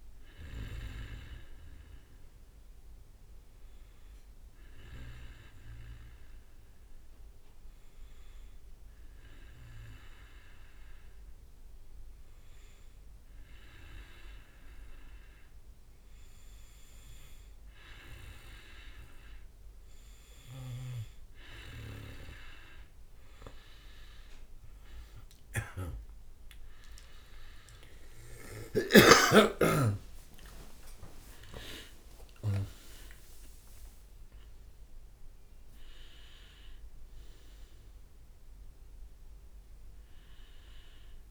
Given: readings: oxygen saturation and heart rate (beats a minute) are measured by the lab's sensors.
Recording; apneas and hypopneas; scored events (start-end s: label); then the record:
breathing in sleep by a room microphone; 1
3.00-20.00 s: hypopnea (oxygen 97% before, 95% lowest, heart rate 64 before, 60 extreme, up 22 after)
21.50-23.50 s: leg movement (device-marked)
27.00-34.00 s: leg movement (device-marked)
27.50-41.31 s: new sleep stage, N1 (lightest sleep)
28.00-32.50 s: arousal
From the record:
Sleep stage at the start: N2 (light sleep); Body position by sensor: on the back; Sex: male